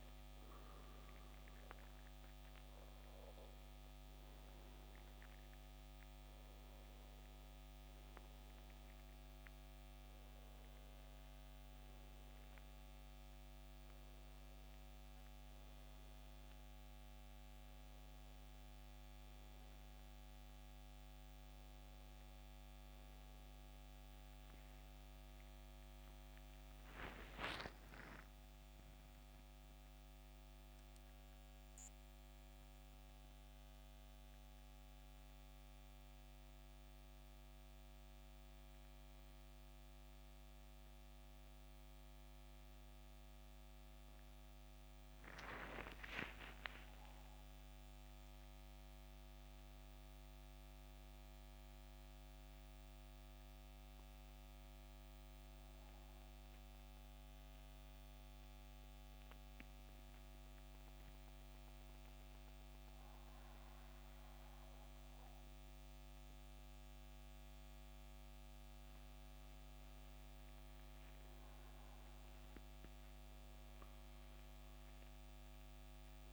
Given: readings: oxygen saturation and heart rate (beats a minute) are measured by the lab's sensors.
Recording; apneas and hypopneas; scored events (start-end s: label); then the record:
breathing in sleep, hard to hear, by a microphone on the trachea; 1
5.50-28.50 s: oxygen desaturation (device-marked, oxygen 92% before, 86% lowest, heart rate 72 before, 72 extreme)
43.00-48.00 s: arousal
54.50-68.50 s: obstructive apnea (oxygen 97% before, 89% lowest, heart rate 73 before, 68 extreme, up 11 after)
56.50-71.50 s: oxygen desaturation (device-marked, oxygen 96% before, 92% lowest, heart rate 73 before, 69 extreme)
70.00-75.00 s: arousal
From the record:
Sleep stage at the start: REM sleep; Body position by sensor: on the back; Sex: male